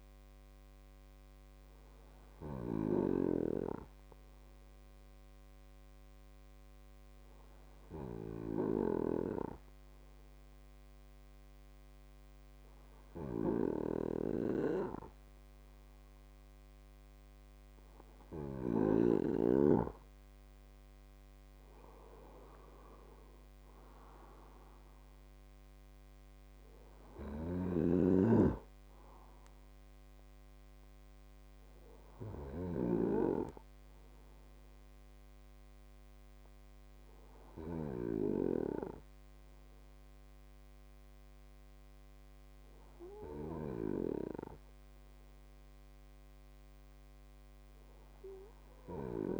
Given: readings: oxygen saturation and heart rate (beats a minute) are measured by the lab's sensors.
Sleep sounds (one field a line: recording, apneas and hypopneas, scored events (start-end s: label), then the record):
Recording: breathing in sleep by a microphone on the trachea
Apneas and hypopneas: 1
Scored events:
3.50-16.50 s: hypopnea (oxygen 97% before, 95% lowest, heart rate 104 before, 54 extreme, up 0 after)
21.50-24.50 s: arousal
From the record:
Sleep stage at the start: N2 (light sleep)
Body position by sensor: on the right side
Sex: male